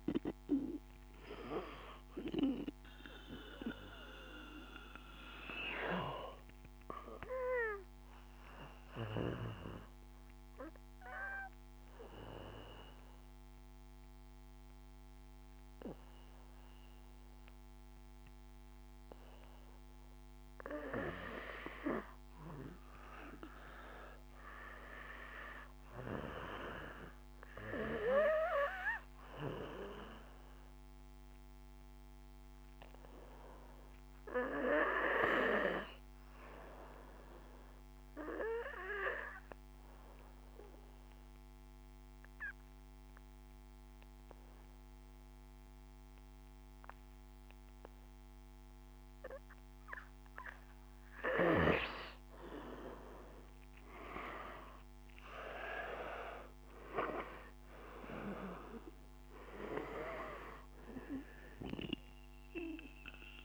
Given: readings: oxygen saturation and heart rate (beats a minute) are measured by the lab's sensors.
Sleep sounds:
breathing in sleep by a microphone on the trachea; 2
0.00-18.00 s: oxygen desaturation (device-marked, oxygen 90% lowest, heart rate 51 extreme)
2.50-18.50 s: obstructive apnea (oxygen 96% before, 90% lowest, heart rate 56 before, 51 extreme, up 6 after)
22.00-25.00 s: arousal
30.50-49.50 s: obstructive apnea (oxygen 98% before, 91% lowest, heart rate 55 before, 52 extreme, up 5 after)
51.50-56.00 s: arousal
55.00-63.45 s: oxygen desaturation (device-marked, oxygen 96% before, 91% lowest, heart rate 54 before, 54 extreme)
From the record:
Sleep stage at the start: N2 (light sleep); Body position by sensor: on the back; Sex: male

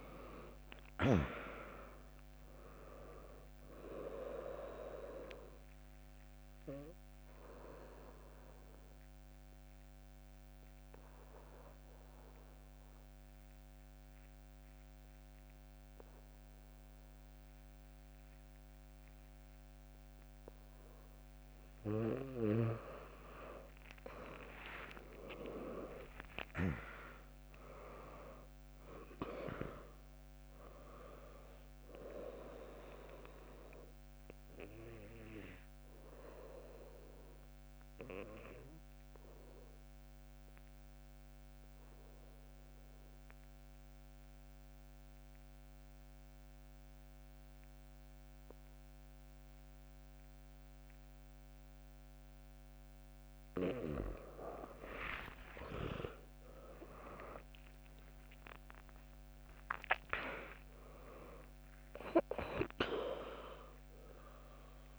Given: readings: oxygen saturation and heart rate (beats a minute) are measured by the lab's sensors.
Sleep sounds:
breathing in sleep by a microphone on the trachea; 2
0.00-1.00 s: arousal
0.00-10.50 s: drop in pulse transit time (device-marked, heart rate 66 extreme)
7.00-22.00 s: obstructive apnea (oxygen 100% before, 97% lowest, heart rate 70 before, 62 extreme, up 9 after)
24.50-29.00 s: arousal
25.50-35.50 s: drop in pulse transit time (device-marked, heart rate 75 before, 62 extreme)
34.50-52.50 s: obstructive apnea (oxygen 100% before, 96% lowest, heart rate 71 before, 64 extreme, up 4 after)
52.50-64.99 s: drop in pulse transit time (device-marked, heart rate 65 before, 64 extreme)
55.00-59.50 s: arousal
From the record:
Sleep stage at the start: N2 (light sleep); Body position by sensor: on the back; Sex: female

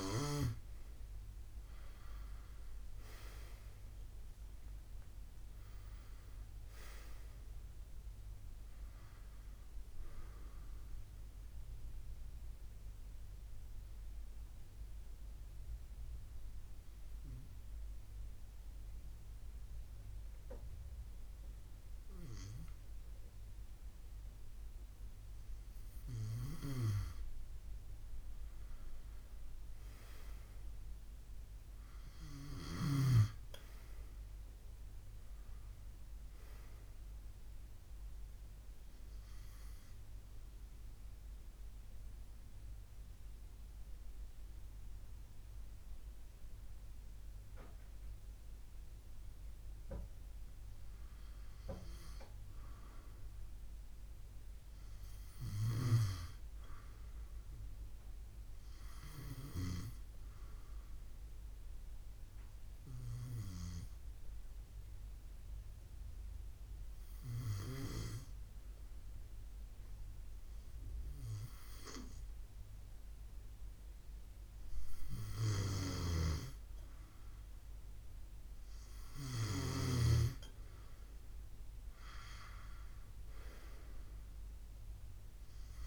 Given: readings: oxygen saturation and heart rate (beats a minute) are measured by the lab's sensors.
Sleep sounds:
breathing in sleep by a room microphone; 3
0.50-4.00 s: arousal
11.00-24.50 s: obstructive apnea (oxygen 97% before, 92% lowest, heart rate 72 before, 65 extreme, up 11 after)
28.50-32.00 s: arousal
38.00-50.50 s: mixed apnea (oxygen 97% before, 92% lowest, heart rate 72 before, 65 extreme, up 4 after)
53.50-56.50 s: arousal
59.00-75.00 s: hypopnea (oxygen 97% before, 92% lowest, heart rate 68 before, 65 extreme, up 5 after)
66.00-74.00 s: oxygen desaturation (device-marked, oxygen 97% before, 93% lowest, heart rate 66 before, 67 extreme)
81.00-85.00 s: arousal
From the record:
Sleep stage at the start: N2 (light sleep); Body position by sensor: on the left side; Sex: male

